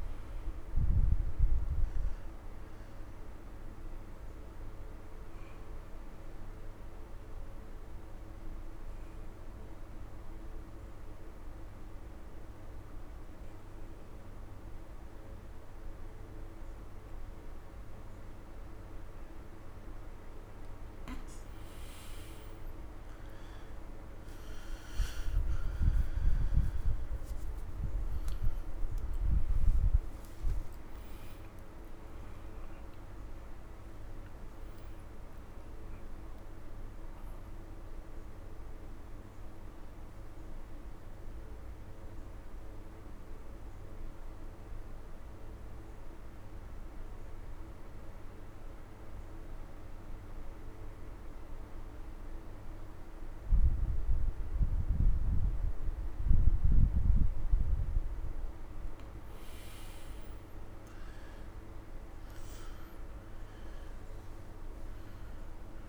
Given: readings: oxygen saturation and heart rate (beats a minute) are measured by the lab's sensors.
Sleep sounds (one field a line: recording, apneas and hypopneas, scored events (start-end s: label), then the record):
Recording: breathing in sleep, hard to hear, by a room microphone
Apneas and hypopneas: 2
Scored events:
4.00-19.00 s: obstructive apnea (oxygen 96% before, 86% lowest, heart rate 84 before, 74 extreme, up 16 after)
22.00-52.00 s: oxygen desaturation (device-marked, oxygen 96% before, 86% lowest, heart rate 96 before, 58 extreme)
29.50-36.00 s: arousal
44.50-58.50 s: obstructive apnea (oxygen 96% before, 86% lowest, heart rate 90 before, 47 extreme, up 31 after)
60.50-63.50 s: arousal
63.00-65.88 s: oxygen desaturation (device-marked, oxygen 100% before, 86% lowest, heart rate 92 before, 43 extreme)
From the record:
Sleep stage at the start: N2 (light sleep)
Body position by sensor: on the right side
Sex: male